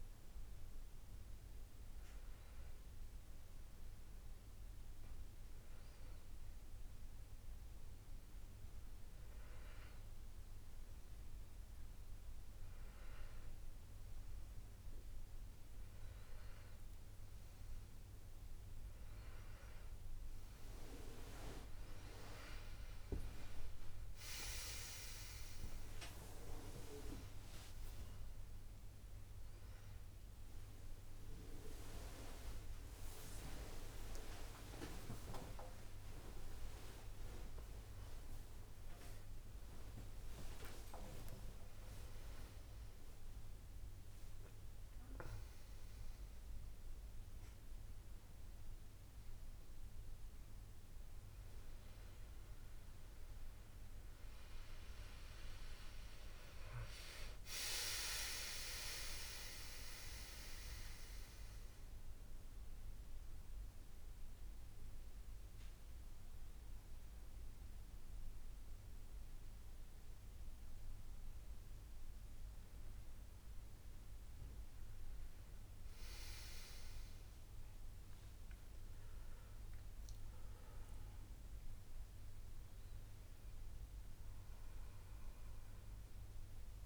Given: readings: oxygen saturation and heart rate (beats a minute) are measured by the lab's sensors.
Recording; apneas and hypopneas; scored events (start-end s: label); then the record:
a person awake in a sleep study, by a room microphone; none
9.50-86.85 s: new sleep stage, awake
From the record:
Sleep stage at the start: N1 (lightest sleep); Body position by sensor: on the back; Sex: male